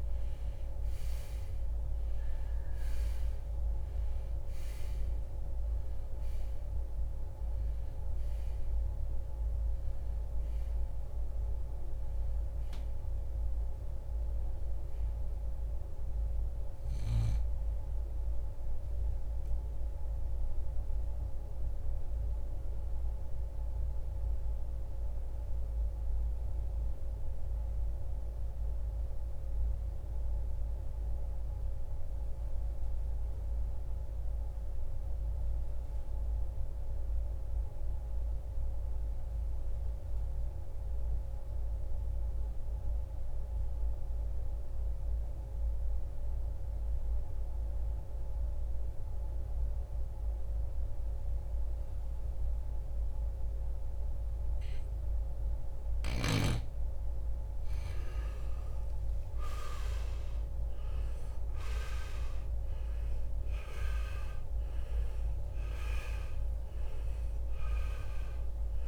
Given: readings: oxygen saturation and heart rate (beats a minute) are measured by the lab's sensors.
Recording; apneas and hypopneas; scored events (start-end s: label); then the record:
breathing in sleep, hard to hear, by a room microphone; 1
0.00-31.50 s: oxygen desaturation (device-marked, oxygen 81% lowest, heart rate 59 extreme)
18.50-55.00 s: obstructive apnea (oxygen 96% before, 77% lowest, heart rate 81 before, 54 extreme, up 9 after)
52.50-68.88 s: oxygen desaturation (device-marked, oxygen 97% before, 77% lowest, heart rate 66 before, 55 extreme)
57.50-62.00 s: arousal
62.50-68.88 s: new sleep stage, N1 (lightest sleep)
From the record:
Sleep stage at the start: N2 (light sleep); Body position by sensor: on the right side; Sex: male